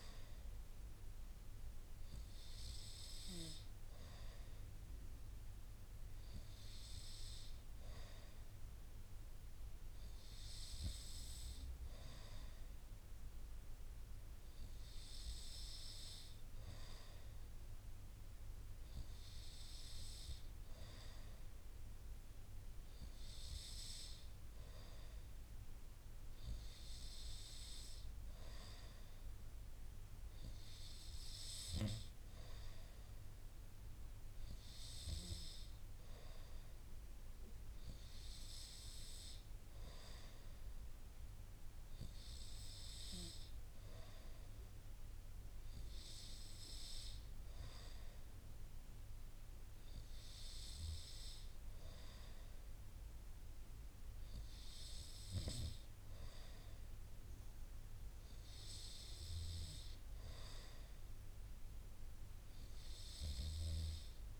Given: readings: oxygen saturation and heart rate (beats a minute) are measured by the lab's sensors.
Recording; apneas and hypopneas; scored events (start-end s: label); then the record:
breathing in sleep by a room microphone; none
none scored
From the record:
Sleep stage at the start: N2 (light sleep); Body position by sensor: on the right side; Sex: male